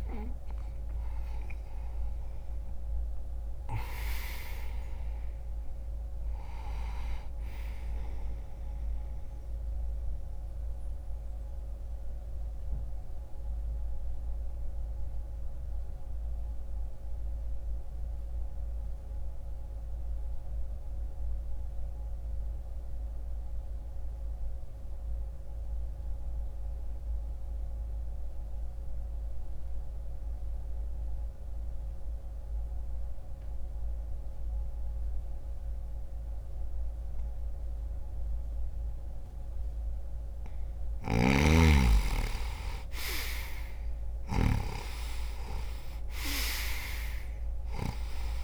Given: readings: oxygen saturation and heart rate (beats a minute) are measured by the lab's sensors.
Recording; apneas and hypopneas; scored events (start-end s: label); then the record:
breathing in sleep by a room microphone; 1
9.00-39.00 s: mixed apnea (oxygen 98% before, 87% lowest)
21.00-32.00 s: oxygen desaturation (device-marked, oxygen 94% before, 88% lowest)
40.50-44.00 s: snoring (device-marked)
41.00-46.00 s: arousal
44.00-48.44 s: oxygen desaturation (device-marked, oxygen 98% before, 92% lowest)
From the record:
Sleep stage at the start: N2 (light sleep); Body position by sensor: on the back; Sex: male